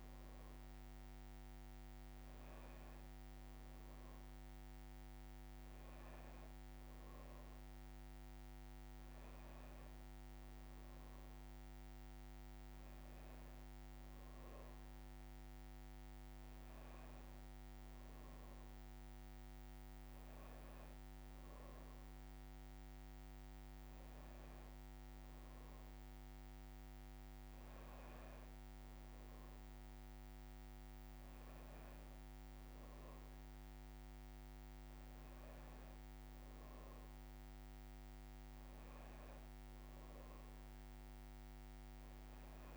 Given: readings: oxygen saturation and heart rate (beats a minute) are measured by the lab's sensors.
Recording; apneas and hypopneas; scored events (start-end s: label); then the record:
breathing in sleep, hard to hear, by a microphone on the trachea; none
none scored
From the record:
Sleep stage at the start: N1 (lightest sleep); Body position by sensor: on the back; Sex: female